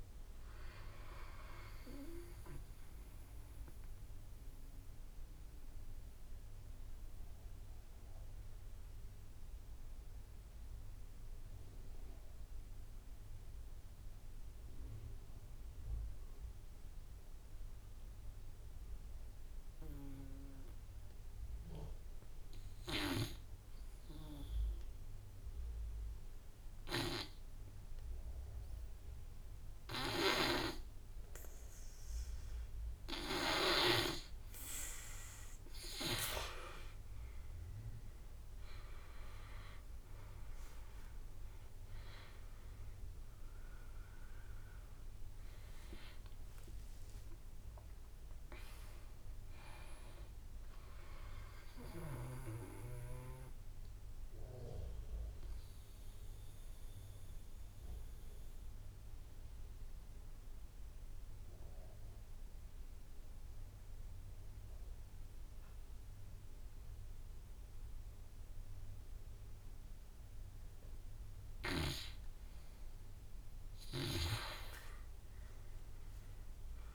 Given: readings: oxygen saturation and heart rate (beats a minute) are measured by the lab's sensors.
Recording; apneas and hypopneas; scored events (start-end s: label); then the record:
breathing in sleep by a room microphone; 2
0.00-9.50 s: drop in pulse transit time (device-marked, heart rate 46 extreme)
0.00-11.50 s: oxygen desaturation (device-marked, oxygen 86% lowest, heart rate 46 extreme)
3.00-32.50 s: mixed apnea (oxygen 97% before, 82% lowest, heart rate 62 before, 46 extreme, up 19 after)
29.50-33.50 s: snoring (device-marked)
31.50-67.50 s: oxygen desaturation (device-marked, oxygen 97% before, 82% lowest, heart rate 49 before, 47 extreme)
35.50-39.00 s: arousal
40.50-56.50 s: drop in pulse transit time (device-marked, heart rate 55 before, 58 extreme)
46.00-49.50 s: arousal
54.00-71.50 s: obstructive apnea (oxygen 97% before, 86% lowest, heart rate 66 before, 47 extreme, up 15 after)
74.50-76.95 s: arousal
75.50-76.95 s: oxygen desaturation (device-marked, oxygen 100% before, 87% lowest, heart rate 51 before, 46 extreme)
From the record:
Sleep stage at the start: N2 (light sleep); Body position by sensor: on the back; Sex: male